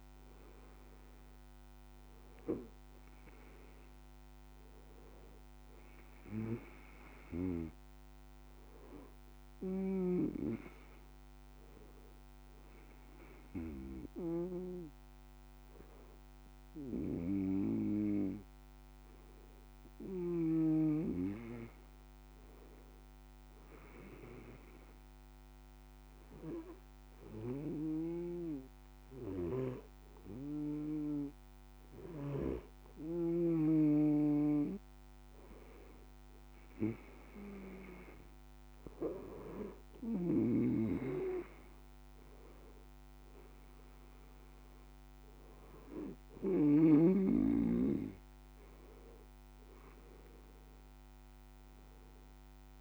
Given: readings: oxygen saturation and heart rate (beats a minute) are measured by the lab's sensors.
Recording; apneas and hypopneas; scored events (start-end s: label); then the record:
breathing in sleep by a microphone on the trachea; 1
12.50-23.50 s: hypopnea (oxygen 96% before, 93% lowest)
26.00-29.50 s: arousal
From the record:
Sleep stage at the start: N2 (light sleep); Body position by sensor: on the back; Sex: male